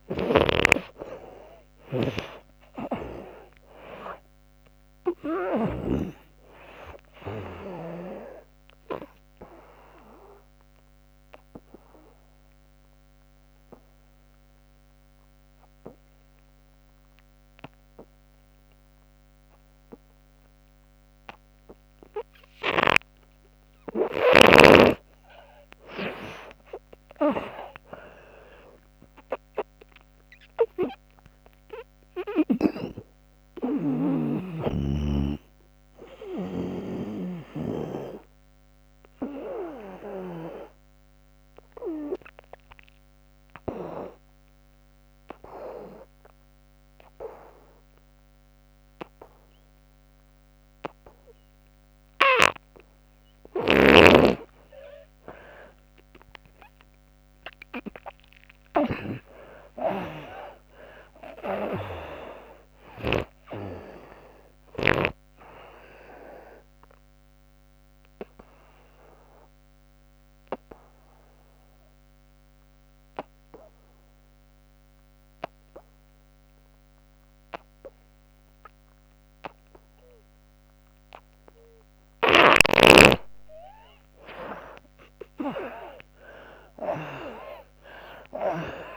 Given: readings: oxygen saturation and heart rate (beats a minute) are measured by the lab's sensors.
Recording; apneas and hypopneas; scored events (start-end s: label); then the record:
breathing in sleep by a microphone on the trachea; 3
0.00-5.50 s: snoring (device-marked)
1.50-5.50 s: arousal
5.00-20.00 s: oxygen desaturation (device-marked, oxygen 95% before, 82% lowest, heart rate 71 before, 64 extreme)
9.50-24.50 s: obstructive apnea (oxygen 96% before, 76% lowest, heart rate 75 before, 64 extreme, up 36 after)
22.00-52.00 s: oxygen desaturation (device-marked, oxygen 94% before, 76% lowest, heart rate 81 before, 64 extreme)
29.00-33.50 s: arousal
39.50-51.50 s: obstructive apnea (oxygen 94% before, 76% lowest, heart rate 82 before, 65 extreme, up 35 after)
54.50-60.50 s: arousal
64.00-77.00 s: oxygen desaturation (device-marked, oxygen 97% before, 80% lowest, heart rate 82 before, 63 extreme)
66.50-81.00 s: obstructive apnea (oxygen 97% before, 75% lowest, heart rate 87 before, 61 extreme, up 26 after)
82.00-88.97 s: oxygen desaturation (device-marked, oxygen 97% before, 79% lowest, heart rate 87 before, 61 extreme)
84.50-88.00 s: arousal
From the record:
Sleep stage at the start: N2 (light sleep); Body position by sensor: on the back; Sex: female